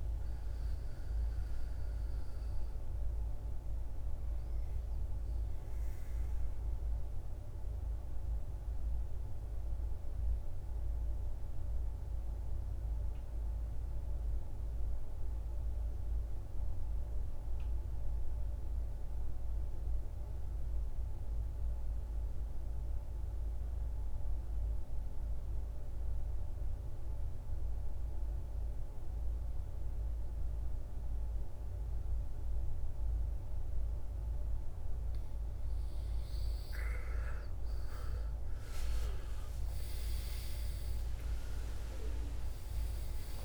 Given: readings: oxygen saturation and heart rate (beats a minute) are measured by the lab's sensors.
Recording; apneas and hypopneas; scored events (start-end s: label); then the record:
breathing in sleep, hard to hear, by a room microphone; 1
0.00-20.00 s: oxygen desaturation (device-marked, oxygen 80% lowest, heart rate 52 extreme)
11.00-34.50 s: mixed apnea (oxygen 98% before, 80% lowest, heart rate 66 before, 52 extreme, up 22 after)
37.50-41.00 s: arousal
38.00-43.45 s: oxygen desaturation (device-marked, oxygen 97% before, 83% lowest, heart rate 55 before, 54 extreme)
From the record:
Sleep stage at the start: N2 (light sleep); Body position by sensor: on the back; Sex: male